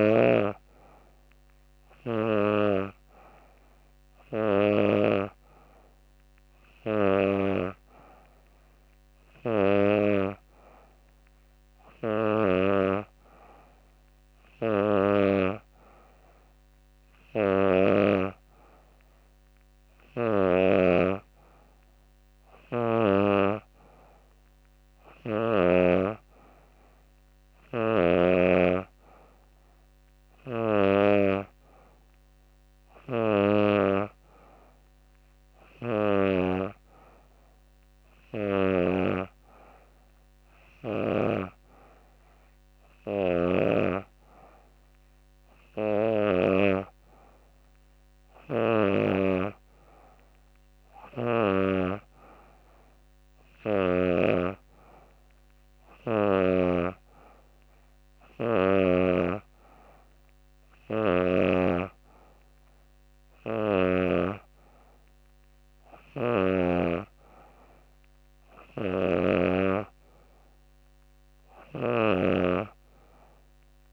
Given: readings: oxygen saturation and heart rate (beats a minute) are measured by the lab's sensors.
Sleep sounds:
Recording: breathing in sleep by a microphone on the trachea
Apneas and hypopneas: none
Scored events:
none scored
From the record:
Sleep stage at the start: N3 (deep sleep)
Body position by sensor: on the back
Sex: female

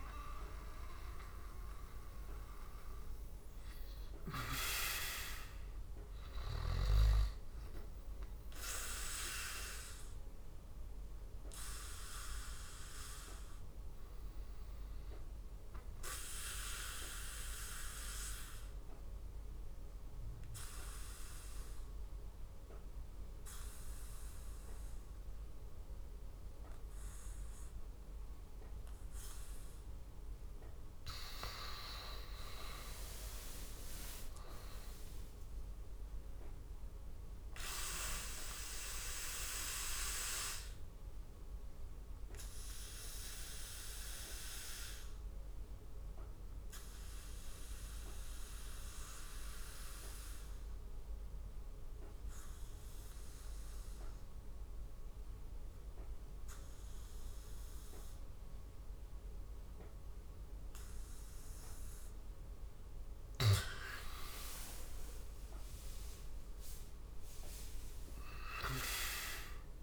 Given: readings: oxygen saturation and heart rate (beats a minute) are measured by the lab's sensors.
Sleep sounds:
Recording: breathing in sleep by a room microphone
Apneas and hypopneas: 2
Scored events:
1.50-18.50 s: oxygen desaturation (device-marked, oxygen 98% before, 89% lowest, heart rate 77 before, 75 extreme)
17.00-30.00 s: obstructive apnea (oxygen 98% before, 88% lowest, heart rate 80 before, 78 extreme, up 5 after)
32.00-36.00 s: arousal
41.50-48.50 s: oxygen desaturation (device-marked, oxygen 98% before, 94% lowest, heart rate 82 before, 75 extreme)
41.50-61.00 s: obstructive apnea (oxygen 99% before, 88% lowest, heart rate 82 before, 75 extreme, up 7 after)
50.50-60.50 s: oxygen desaturation (device-marked, oxygen 96% before, 92% lowest, heart rate 81 before, 75 extreme)
63.00-67.50 s: arousal
From the record:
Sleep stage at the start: N2 (light sleep)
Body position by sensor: on the back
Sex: male

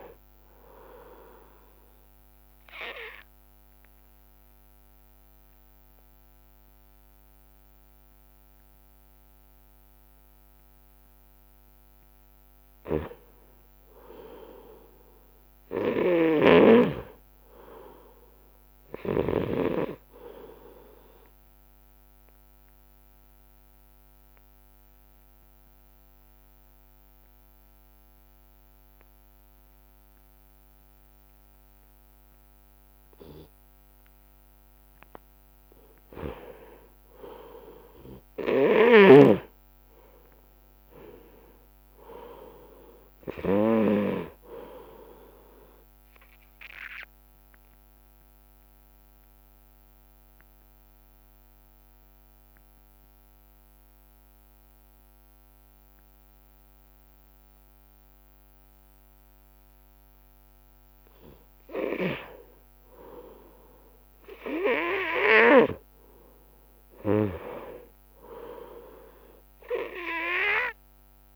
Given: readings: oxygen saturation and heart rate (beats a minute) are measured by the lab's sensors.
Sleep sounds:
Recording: breathing in sleep by a microphone on the trachea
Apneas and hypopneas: 3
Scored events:
0.00-1.00 s: long interval between heartbeats (device-marked)
0.00-16.50 s: oxygen desaturation (device-marked, oxygen 89% lowest)
2.50-15.50 s: drop in pulse transit time (device-marked)
3.00-13.00 s: obstructive apnea (oxygen 100% before, 87% lowest)
8.00-10.00 s: long interval between heartbeats (device-marked, heart rate 33 before, 66 extreme)
13.00-15.00 s: long interval between heartbeats (device-marked, heart rate 37 before, 38 extreme)
13.00-19.50 s: snoring (device-marked)
15.50-17.50 s: long interval between heartbeats (device-marked, heart rate 40 before, 40 extreme)
16.00-20.00 s: arousal
23.50-35.00 s: obstructive apnea (oxygen 97% before, 87% lowest)
26.00-28.00 s: long interval between heartbeats (device-marked, heart rate 42 before, 36 extreme)
28.50-30.50 s: long interval between heartbeats (device-marked, heart rate 39 before, 52 extreme)
28.50-39.50 s: oxygen desaturation (device-marked, oxygen 97% before, 90% lowest)
31.00-33.00 s: long interval between heartbeats (device-marked, heart rate 38 before, 65 extreme)
31.50-40.50 s: drop in pulse transit time (device-marked, heart rate 39 before, 55 extreme)
34.50-36.50 s: long interval between heartbeats (device-marked, heart rate 42 before, 69 extreme)
37.00-41.00 s: arousal
38.50-44.00 s: snoring (device-marked)
47.00-49.00 s: long interval between heartbeats (device-marked, heart rate 50 before, 29 extreme)
47.00-61.00 s: obstructive apnea (oxygen 97% before, 86% lowest, heart rate 50 before, 57 extreme, up 32 after)
50.50-52.50 s: long interval between heartbeats (device-marked, heart rate 48 before, 49 extreme)
50.50-61.50 s: drop in pulse transit time (device-marked, heart rate 48 before, 49 extreme)
55.00-57.00 s: long interval between heartbeats (device-marked, heart rate 45 before, 73 extreme)
55.50-66.50 s: oxygen desaturation (device-marked, oxygen 95% before, 87% lowest, heart rate 45 before, 49 extreme)
62.00-64.00 s: long interval between heartbeats (device-marked, heart rate 49 before, 76 extreme)
62.00-66.00 s: snoring (device-marked)
63.50-68.00 s: arousal
66.50-68.50 s: long interval between heartbeats (device-marked, heart rate 62 before, 70 extreme)
From the record:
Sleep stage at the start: N2 (light sleep)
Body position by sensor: on the left side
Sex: male

